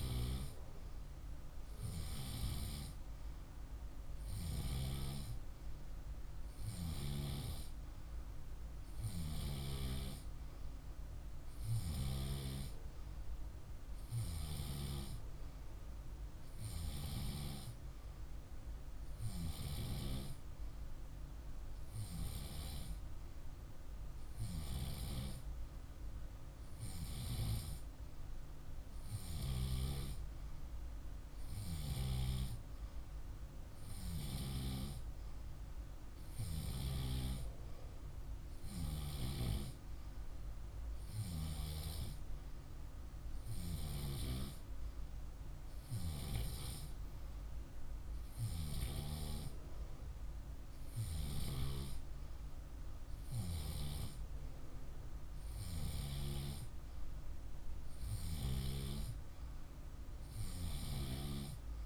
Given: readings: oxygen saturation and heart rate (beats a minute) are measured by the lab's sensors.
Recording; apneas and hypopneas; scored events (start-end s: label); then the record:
breathing in sleep by a room microphone; none
none scored
From the record:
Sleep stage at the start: N2 (light sleep); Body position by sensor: on the left side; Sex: male